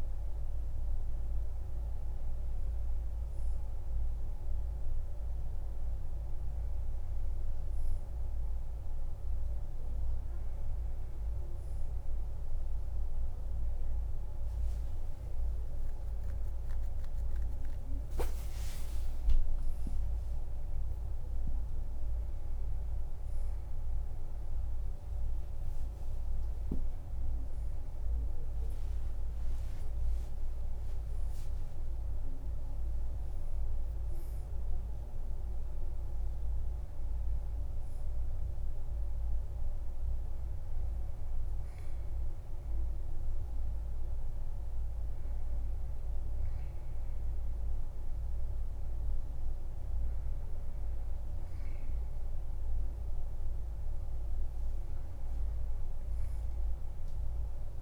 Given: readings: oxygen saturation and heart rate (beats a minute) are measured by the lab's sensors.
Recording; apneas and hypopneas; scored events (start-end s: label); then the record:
a person awake in a sleep study, hard to hear, by a room microphone; none
0.00-3.00 s: oxygen desaturation (device-marked, oxygen 89% lowest, heart rate 53 extreme)
48.00-57.82 s: new sleep stage, N1 (lightest sleep)
From the record:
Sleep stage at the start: awake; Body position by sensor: on the back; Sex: male